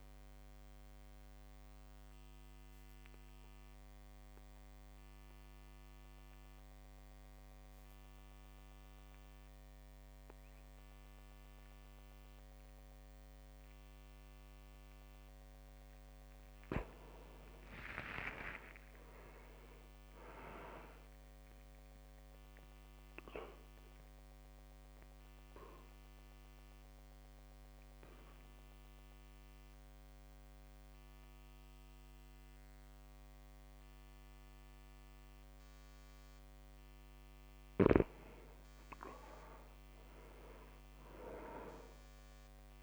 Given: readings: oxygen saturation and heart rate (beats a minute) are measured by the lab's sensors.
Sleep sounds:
breathing in sleep by a microphone on the trachea; 2
0.00-1.00 s: oxygen desaturation (device-marked, oxygen 94% lowest, heart rate 57 extreme)
0.00-7.00 s: drop in pulse transit time (device-marked, heart rate 57 extreme)
0.50-16.50 s: mixed apnea (oxygen 99% before, 96% lowest, heart rate 60 before, 54 extreme, up 13 after)
17.50-20.50 s: arousal
18.50-20.50 s: long interval between heartbeats (device-marked, heart rate 58 before, 68 extreme)
22.50-36.50 s: obstructive apnea (oxygen 100% before, 96% lowest, heart rate 60 before, 54 extreme, up 7 after)
27.00-42.83 s: oxygen desaturation (device-marked, oxygen 99% before, 96% lowest, heart rate 62 before, 54 extreme)
38.00-41.00 s: arousal
From the record:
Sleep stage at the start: REM sleep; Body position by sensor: on the back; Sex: male

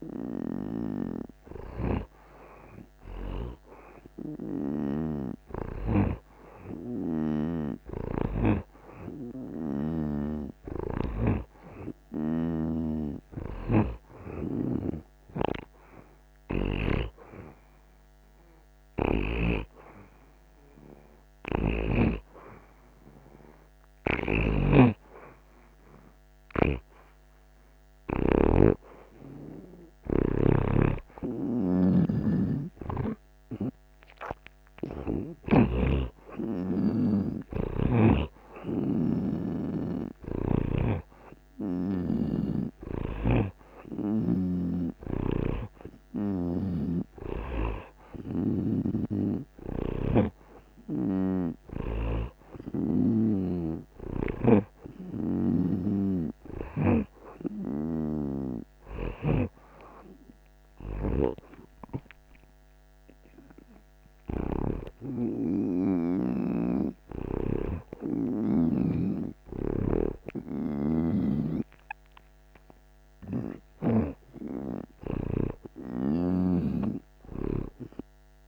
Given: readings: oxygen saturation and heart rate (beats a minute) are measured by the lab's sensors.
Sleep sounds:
breathing in sleep by a microphone on the trachea; none
1.50-5.00 s: snoring (device-marked)
14.50-19.50 s: snoring (device-marked)
26.50-35.50 s: snoring (device-marked)
34.00-51.00 s: oxygen desaturation (device-marked, oxygen 89% before, 84% lowest)
45.00-51.50 s: snoring (device-marked)
56.00-68.50 s: snoring (device-marked)
70.50-74.00 s: snoring (device-marked)
From the record:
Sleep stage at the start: N2 (light sleep); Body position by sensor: on the right side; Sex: male

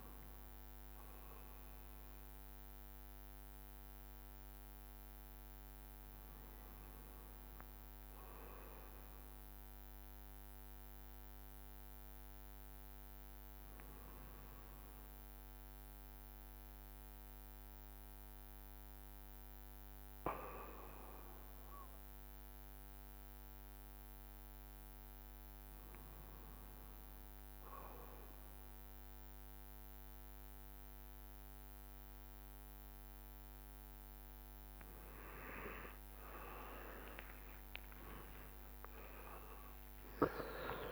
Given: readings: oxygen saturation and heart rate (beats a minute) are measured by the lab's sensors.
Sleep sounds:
a person awake in a sleep study, by a microphone on the trachea; none
18.50-20.50 s: long interval between heartbeats (device-marked, heart rate 76 before, 87 extreme)
36.00-40.92 s: tachycardia (device-marked, heart rate 77 before, 165 extreme)
37.50-39.50 s: long interval between heartbeats (device-marked, heart rate 79 before, 88 extreme)
From the record:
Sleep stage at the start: awake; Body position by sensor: on the right side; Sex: male

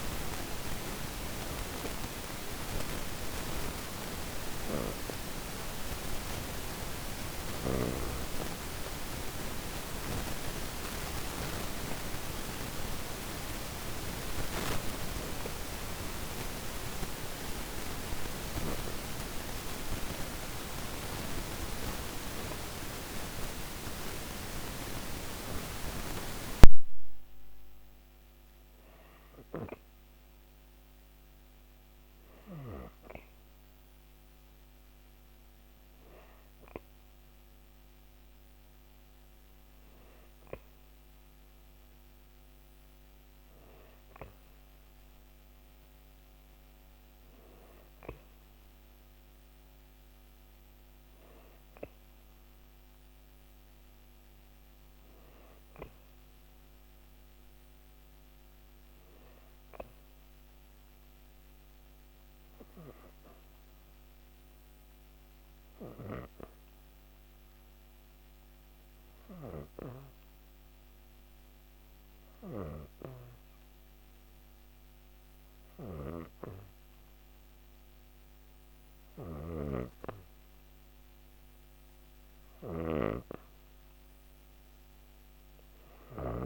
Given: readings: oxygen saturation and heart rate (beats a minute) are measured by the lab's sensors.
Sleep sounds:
breathing in sleep by a microphone on the trachea; 1
61.50-82.00 s: hypopnea (oxygen 95% before, 94% lowest, heart rate 107 before, 87 extreme, up 6 after)
84.50-86.46 s: arousal
From the record:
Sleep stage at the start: N2 (light sleep); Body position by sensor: on the back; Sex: female

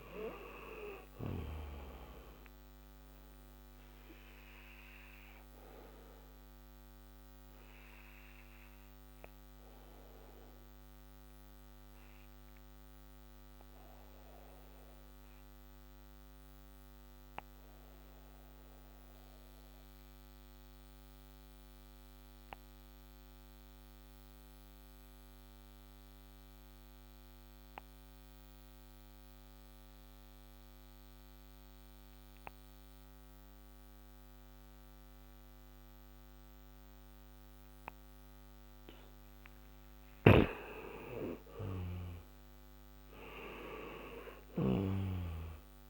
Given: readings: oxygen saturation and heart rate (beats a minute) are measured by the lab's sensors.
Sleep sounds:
breathing in sleep by a microphone on the trachea; 1
1.50-25.50 s: oxygen desaturation (device-marked, oxygen 97% before, 87% lowest, heart rate 69 before, 57 extreme)
3.50-38.50 s: obstructive apnea (oxygen 98% before, 87% lowest, heart rate 71 before, 57 extreme, up 10 after)
40.00-45.50 s: arousal
42.50-45.90 s: oxygen desaturation (device-marked, oxygen 97% before, 88% lowest, heart rate 59 before, 58 extreme)
From the record:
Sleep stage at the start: N2 (light sleep); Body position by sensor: on the back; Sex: male

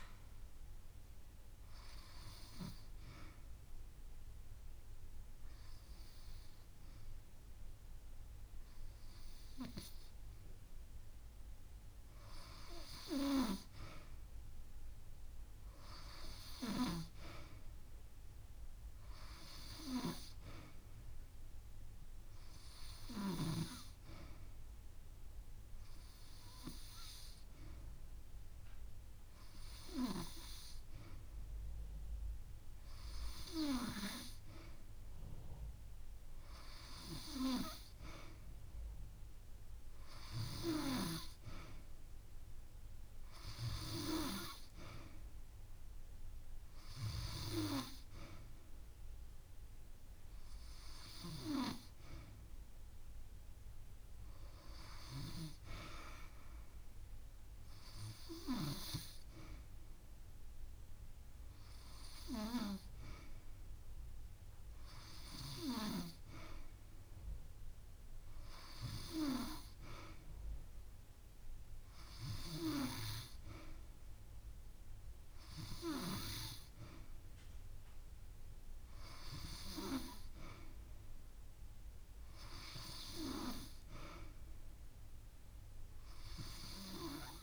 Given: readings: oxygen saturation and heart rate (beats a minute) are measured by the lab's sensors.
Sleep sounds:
breathing in sleep by a room microphone; 1
0.50-12.00 s: hypopnea (oxygen 97% before, 94% lowest)
4.50-6.50 s: long interval between heartbeats (device-marked)
12.50-14.50 s: long interval between heartbeats (device-marked)
13.50-16.50 s: arousal
31.00-33.00 s: long interval between heartbeats (device-marked)
45.00-47.00 s: long interval between heartbeats (device-marked)
47.00-49.00 s: long interval between heartbeats (device-marked)
47.00-53.00 s: drop in pulse transit time (device-marked)
49.00-51.00 s: long interval between heartbeats (device-marked)
66.50-68.50 s: long interval between heartbeats (device-marked)
72.00-81.00 s: drop in pulse transit time (device-marked)
76.00-78.00 s: long interval between heartbeats (device-marked)
78.50-80.50 s: long interval between heartbeats (device-marked)
85.00-87.43 s: drop in pulse transit time (device-marked)
From the record:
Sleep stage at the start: N2 (light sleep); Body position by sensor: on the back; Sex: female

